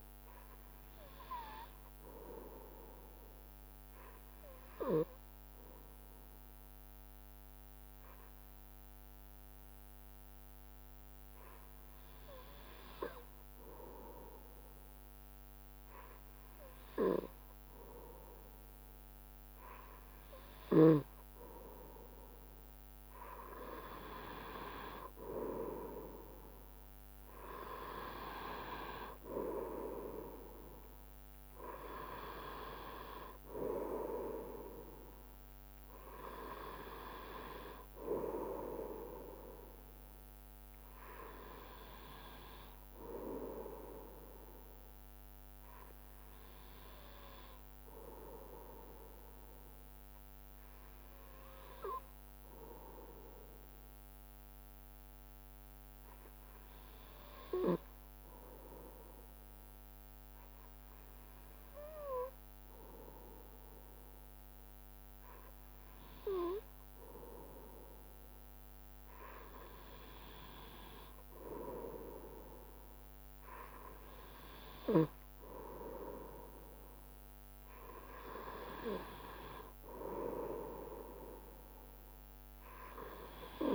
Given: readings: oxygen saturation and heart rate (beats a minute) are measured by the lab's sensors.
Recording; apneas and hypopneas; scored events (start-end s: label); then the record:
breathing in sleep by a microphone on the trachea; 2
0.00-2.00 s: arousal
5.00-18.50 s: hypopnea (oxygen 95% before, 93% lowest, heart rate 72 before, 69 extreme, up 1 after)
26.00-30.00 s: arousal
56.00-68.50 s: hypopnea (oxygen 95% before, 94% lowest, heart rate 70 before, 67 extreme, up 4 after)
70.50-73.50 s: arousal
From the record:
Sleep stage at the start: N2 (light sleep); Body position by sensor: on the right side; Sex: male